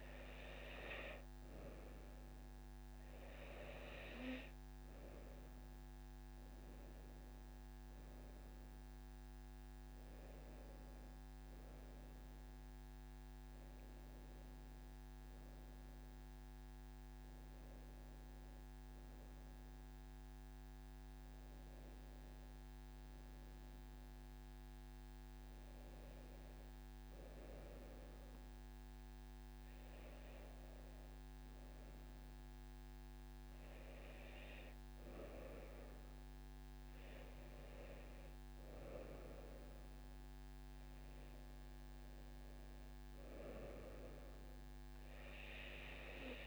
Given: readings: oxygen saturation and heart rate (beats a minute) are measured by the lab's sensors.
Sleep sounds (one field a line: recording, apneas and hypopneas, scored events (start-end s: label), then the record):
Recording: breathing in sleep by a microphone on the trachea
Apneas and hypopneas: none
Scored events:
14.00-46.47 s: new sleep stage, N2 (light sleep)
From the record:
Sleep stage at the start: N1 (lightest sleep)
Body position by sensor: on the right side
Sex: female